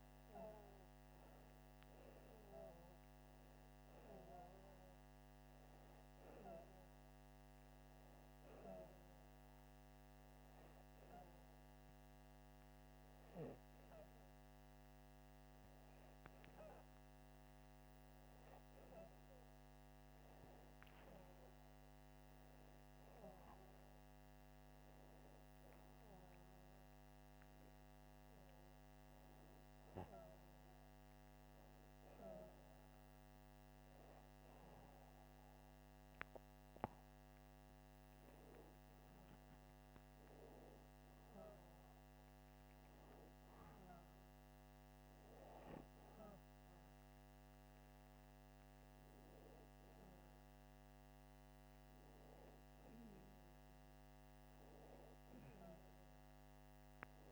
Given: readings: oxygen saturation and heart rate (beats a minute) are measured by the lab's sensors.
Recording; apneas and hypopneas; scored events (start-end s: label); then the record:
breathing in sleep by a microphone on the trachea; 1
0.00-13.50 s: oxygen desaturation (device-marked, oxygen 92% lowest, heart rate 83 extreme)
6.00-17.00 s: hypopnea (oxygen 96% before, 93% lowest, heart rate 85 before, 83 extreme, up 2 after)
21.00-25.50 s: arousal
From the record:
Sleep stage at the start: N2 (light sleep); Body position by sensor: upright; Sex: male